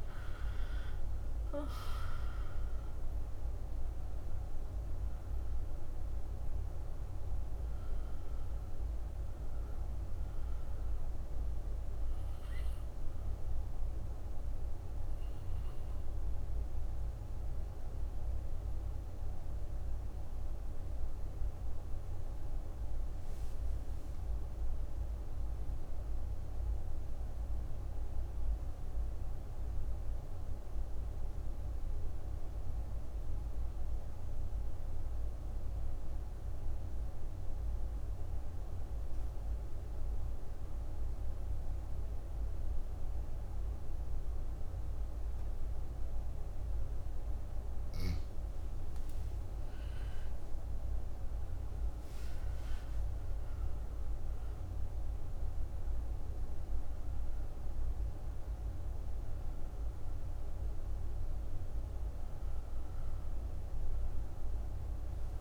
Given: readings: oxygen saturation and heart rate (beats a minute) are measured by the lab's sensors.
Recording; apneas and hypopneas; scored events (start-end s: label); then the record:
breathing in sleep, hard to hear, by a room microphone; 1
0.00-2.50 s: arousal
0.00-16.50 s: oxygen desaturation (device-marked, oxygen 91% lowest)
18.50-31.50 s: oxygen desaturation (device-marked, oxygen 93% before, 89% lowest)
28.00-47.50 s: obstructive apnea (oxygen 96% before, 86% lowest)
48.50-53.00 s: arousal
48.50-65.41 s: oxygen desaturation (device-marked, oxygen 98% before, 86% lowest)
From the record:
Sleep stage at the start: N2 (light sleep); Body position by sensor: on the back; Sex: female